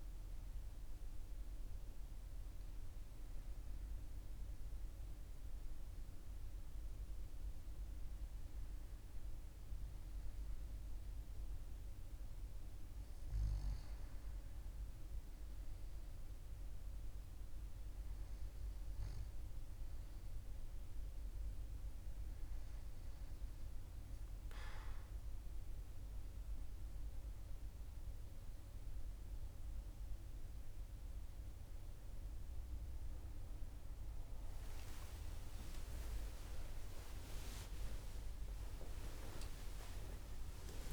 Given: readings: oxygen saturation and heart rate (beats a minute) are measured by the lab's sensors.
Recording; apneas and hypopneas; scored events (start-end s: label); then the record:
a person partly awake in a sleep study, by a room microphone; none
25.50-40.93 s: new sleep stage, awake
From the record:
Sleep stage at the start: N2 (light sleep); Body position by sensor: on the right side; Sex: male